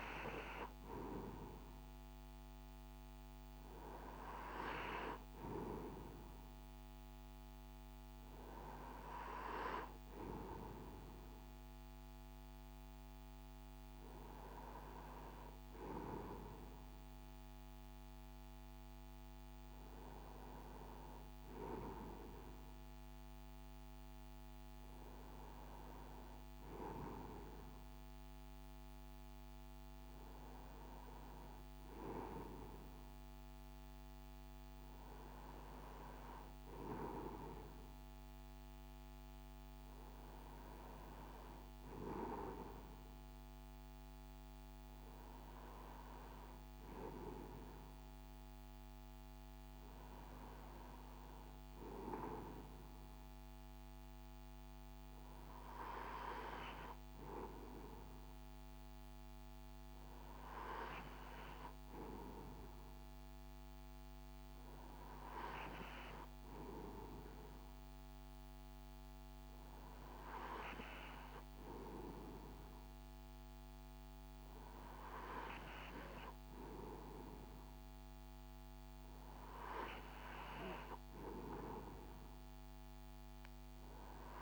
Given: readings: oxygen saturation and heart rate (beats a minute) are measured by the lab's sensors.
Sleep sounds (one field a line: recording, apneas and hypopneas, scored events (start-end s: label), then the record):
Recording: breathing in sleep by a microphone on the trachea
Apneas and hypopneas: none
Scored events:
none scored
From the record:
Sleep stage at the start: N2 (light sleep)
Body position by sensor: on the right side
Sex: male